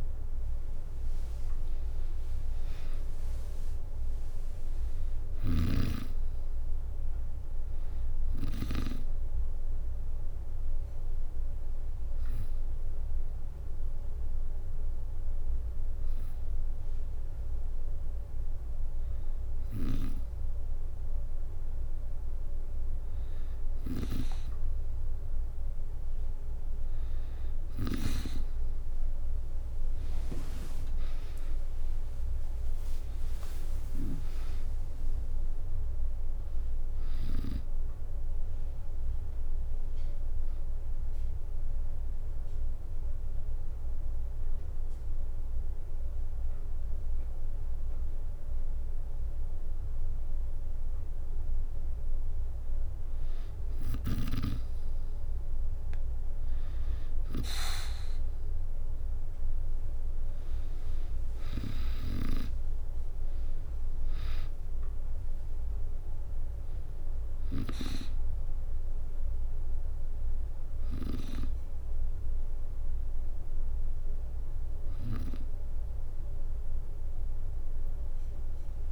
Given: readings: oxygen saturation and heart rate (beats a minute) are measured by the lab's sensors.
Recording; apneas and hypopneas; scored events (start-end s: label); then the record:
breathing in sleep by a room microphone; 2
1.00-16.00 s: drop in pulse transit time (device-marked, heart rate 65 before, 64 extreme)
5.00-7.50 s: arousal
5.00-8.50 s: snoring (device-marked)
9.50-20.50 s: hypopnea (oxygen 98% before, 93% lowest, heart rate 72 before, 62 extreme, up 1 after)
28.00-44.00 s: oxygen desaturation (device-marked, oxygen 97% before, 93% lowest, heart rate 67 before, 60 extreme)
30.00-33.00 s: arousal
33.00-44.00 s: drop in pulse transit time (device-marked, heart rate 65 before, 62 extreme)
34.00-36.00 s: long interval between heartbeats (device-marked, heart rate 66 before, 84 extreme)
41.00-51.00 s: hypopnea (oxygen 97% before, 92% lowest, heart rate 72 before, 60 extreme, up 6 after)
59.00-62.50 s: arousal
61.00-76.00 s: oxygen desaturation (device-marked, oxygen 96% before, 93% lowest, heart rate 63 before, 61 extreme)
From the record:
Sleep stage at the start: N2 (light sleep); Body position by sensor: on the back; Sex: female